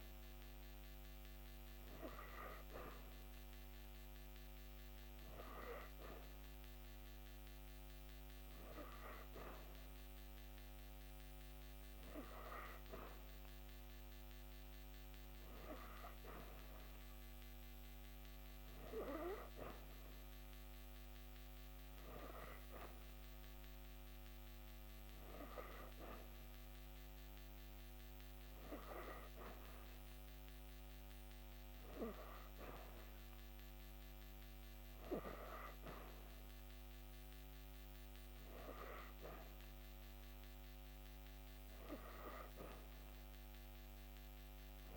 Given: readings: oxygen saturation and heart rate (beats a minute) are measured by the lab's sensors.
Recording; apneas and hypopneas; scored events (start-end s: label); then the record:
breathing in sleep by a microphone on the trachea; none
none scored
From the record:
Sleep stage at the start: N3 (deep sleep); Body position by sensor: on the back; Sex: female